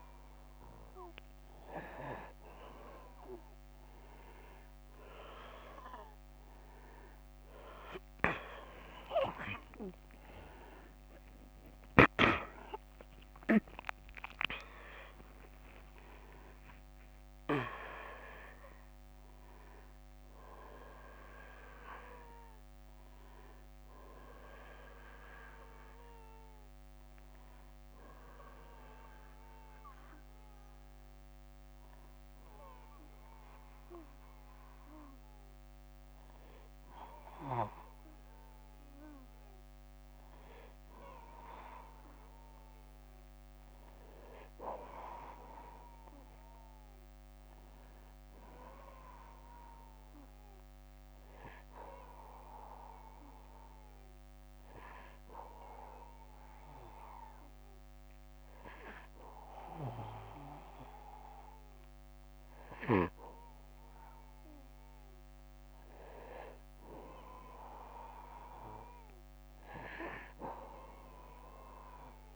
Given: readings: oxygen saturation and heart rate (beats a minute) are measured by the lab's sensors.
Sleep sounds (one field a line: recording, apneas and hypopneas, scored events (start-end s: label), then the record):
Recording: breathing in sleep by a microphone on the trachea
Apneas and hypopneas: 1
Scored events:
9.00-15.00 s: arousal
16.00-46.00 s: new sleep stage, N1 (lightest sleep)
27.00-37.00 s: oxygen desaturation (device-marked, oxygen 95% before, 91% lowest, heart rate 97 before, 58 extreme)
46.00-72.36 s: new sleep stage, N2 (light sleep)
52.00-65.50 s: hypopnea (oxygen 99% before, 94% lowest, heart rate 60 before, 57 extreme, up 5 after)
68.50-72.00 s: arousal
From the record:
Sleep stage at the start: N2 (light sleep)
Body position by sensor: on the back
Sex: male